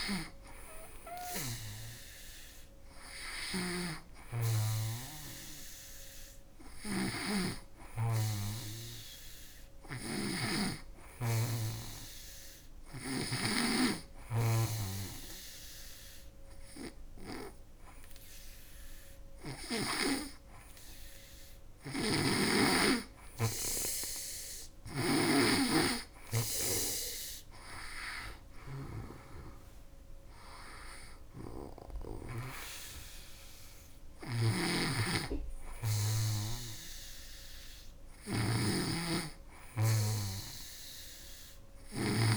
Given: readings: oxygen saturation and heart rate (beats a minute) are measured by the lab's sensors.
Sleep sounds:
breathing in sleep by a room microphone; 1
2.50-13.00 s: snoring (device-marked)
12.00-22.50 s: obstructive apnea (oxygen 99% before, 96% lowest, heart rate 82 before, 75 extreme, up 11 after)
21.00-24.50 s: snoring (device-marked)
24.00-28.00 s: arousal
34.00-42.37 s: snoring (device-marked)
From the record:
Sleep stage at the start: N2 (light sleep); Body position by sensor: on the back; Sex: female

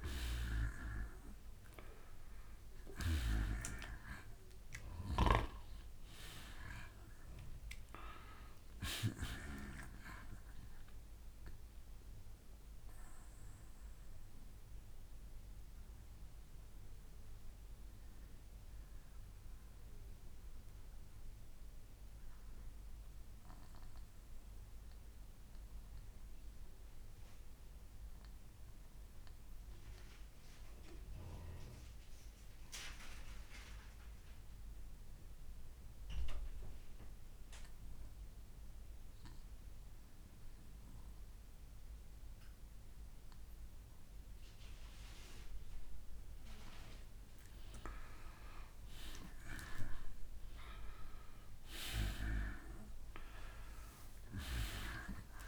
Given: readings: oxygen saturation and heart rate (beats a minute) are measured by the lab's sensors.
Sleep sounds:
breathing in sleep by a room microphone; 1
0.00-1.00 s: arousal
0.00-16.50 s: oxygen desaturation (device-marked, oxygen 88% lowest, heart rate 60 extreme)
19.50-45.50 s: mixed apnea (oxygen 96% before, 84% lowest, heart rate 63 before, 60 extreme, up 2 after)
41.50-55.48 s: oxygen desaturation (device-marked, oxygen 96% before, 84% lowest, heart rate 61 before, 61 extreme)
47.50-51.50 s: arousal
From the record:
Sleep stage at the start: N2 (light sleep); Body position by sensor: on the back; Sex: male

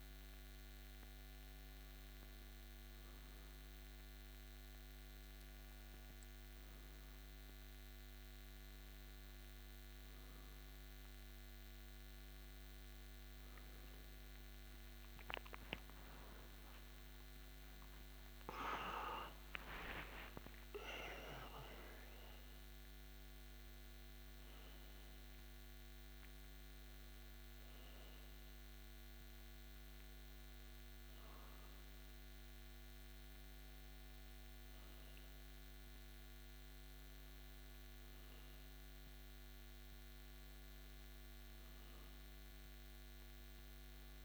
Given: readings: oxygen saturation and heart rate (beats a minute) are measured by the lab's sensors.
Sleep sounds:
breathing in sleep by a microphone on the trachea; none
19.00-23.50 s: arousal
From the record:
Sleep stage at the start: N2 (light sleep); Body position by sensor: on the back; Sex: male

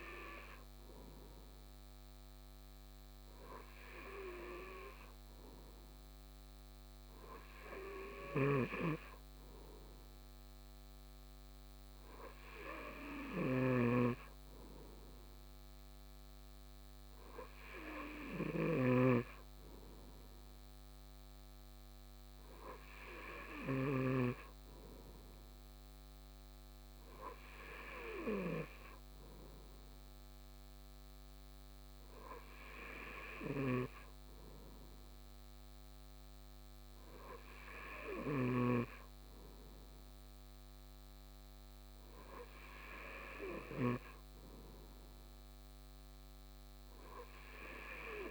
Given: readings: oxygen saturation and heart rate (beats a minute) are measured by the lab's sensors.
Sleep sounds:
breathing in sleep by a microphone on the trachea; none
none scored
From the record:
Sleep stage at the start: N2 (light sleep); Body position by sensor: on the right side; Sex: male

